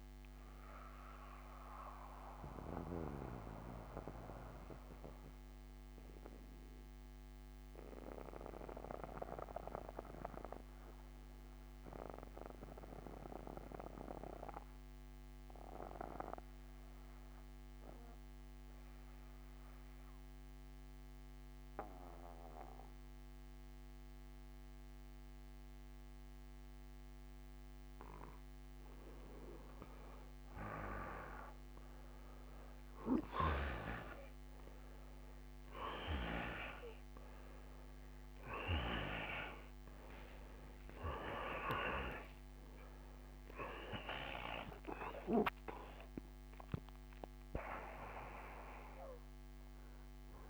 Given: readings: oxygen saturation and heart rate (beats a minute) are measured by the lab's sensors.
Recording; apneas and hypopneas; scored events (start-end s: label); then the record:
breathing in sleep by a microphone on the trachea; 1
0.00-2.00 s: oxygen desaturation (device-marked, oxygen 87% lowest, heart rate 60 extreme)
1.00-27.00 s: mixed apnea (oxygen 96% before, 86% lowest, heart rate 64 before, 60 extreme, up 1 after)
18.00-50.50 s: oxygen desaturation (device-marked, oxygen 96% before, 86% lowest, heart rate 61 before, 60 extreme)
34.50-39.00 s: arousal
From the record:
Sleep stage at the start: N2 (light sleep); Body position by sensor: on the back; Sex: male